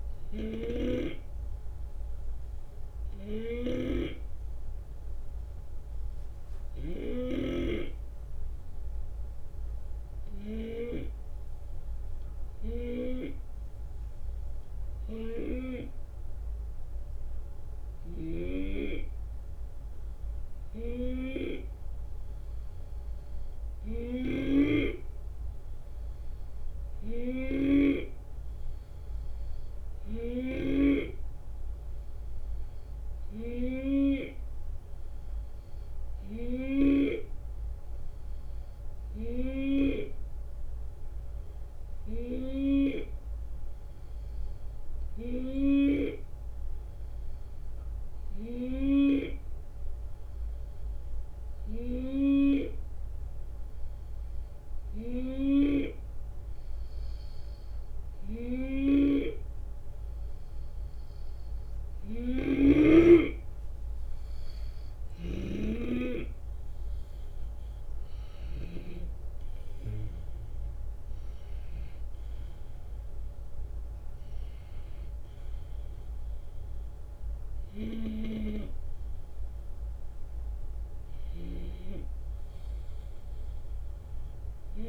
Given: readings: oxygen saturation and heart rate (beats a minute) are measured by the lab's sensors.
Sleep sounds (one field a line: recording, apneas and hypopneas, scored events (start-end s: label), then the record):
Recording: breathing in sleep by a room microphone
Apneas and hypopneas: 1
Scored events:
1.50-57.50 s: hypopnea (oxygen 92% before, 88% lowest, heart rate 76 before, 71 extreme, up 5 after)
18.00-28.00 s: snoring (device-marked)
58.50-69.00 s: snoring (device-marked)
65.00-79.00 s: drop in pulse transit time (device-marked, heart rate 73 before, 75 extreme)
69.00-75.00 s: arousal
77.50-81.50 s: snoring (device-marked)
From the record:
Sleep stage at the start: N2 (light sleep)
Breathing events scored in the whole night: 321 in 4.1 hours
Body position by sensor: on the left side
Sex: male